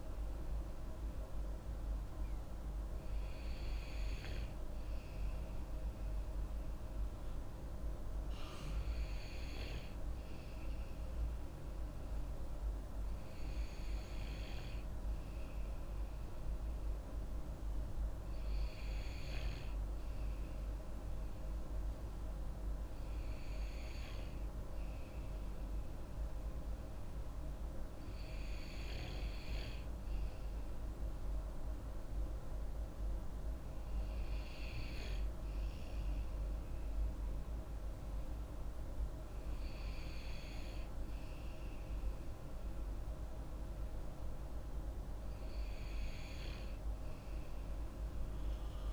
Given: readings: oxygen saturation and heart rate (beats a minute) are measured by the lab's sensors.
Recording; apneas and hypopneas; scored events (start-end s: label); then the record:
breathing in sleep, hard to hear, by a room microphone; none
none scored
From the record:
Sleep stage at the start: N2 (light sleep); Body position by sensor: on the back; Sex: female